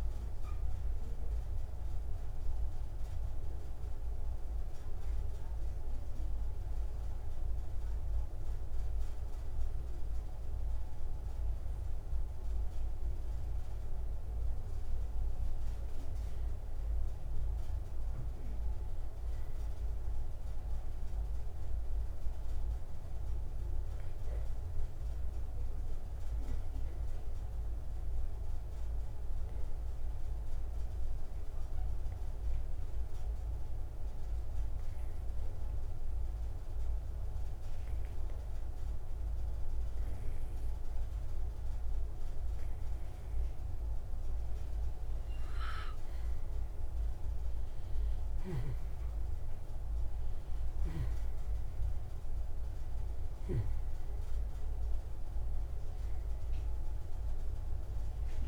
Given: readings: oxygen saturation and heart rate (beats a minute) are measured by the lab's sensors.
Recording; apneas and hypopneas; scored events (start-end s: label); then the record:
breathing in sleep, hard to hear, by a room microphone; 2
0.00-1.00 s: arousal
5.00-16.00 s: obstructive apnea (oxygen 96% before, 88% lowest, heart rate 93 before, 144 extreme, up 29 after)
18.50-22.00 s: arousal
25.50-44.50 s: obstructive apnea (oxygen 96% before, 88% lowest, heart rate 169 before, 153 extreme, up 19 after)
48.00-52.50 s: arousal
54.00-58.48 s: oxygen desaturation (device-marked, oxygen 96% before, 88% lowest, heart rate 181 before, 154 extreme)
From the record:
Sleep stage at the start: N2 (light sleep); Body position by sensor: on the right side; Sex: male